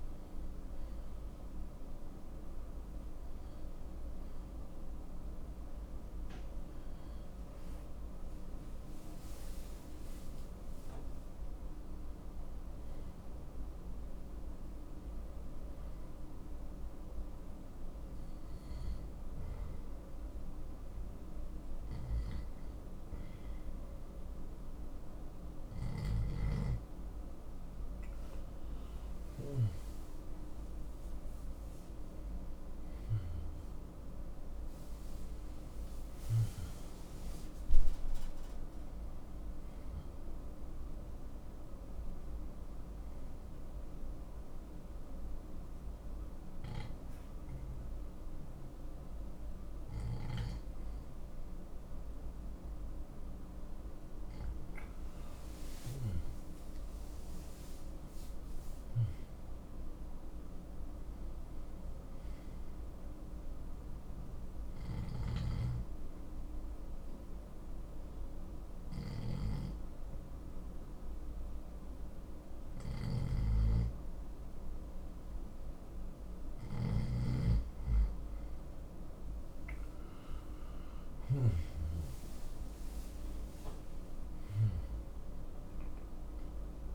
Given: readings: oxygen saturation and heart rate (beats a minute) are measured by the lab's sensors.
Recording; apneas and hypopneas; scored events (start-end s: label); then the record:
breathing in sleep, hard to hear, by a room microphone; 3
18.50-29.50 s: obstructive apnea (oxygen 94% before, 87% lowest, heart rate 87 before, 61 extreme, up 10 after)
19.00-86.95 s: new sleep stage, N2 (light sleep)
31.50-36.00 s: arousal
38.00-52.00 s: oxygen desaturation (device-marked, oxygen 93% before, 87% lowest, heart rate 79 before, 61 extreme)
43.00-54.50 s: hypopnea (oxygen 93% before, 87% lowest, heart rate 81 before, 61 extreme, up 20 after)
56.50-60.50 s: arousal
64.50-75.00 s: obstructive apnea (oxygen 95% before, 89% lowest, heart rate 71 before, 61 extreme, up 7 after)
65.00-79.00 s: oxygen desaturation (device-marked, oxygen 95% before, 92% lowest, heart rate 71 before, 61 extreme)
80.00-86.50 s: arousal
From the record:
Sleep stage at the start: N1 (lightest sleep); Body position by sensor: on the left side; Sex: male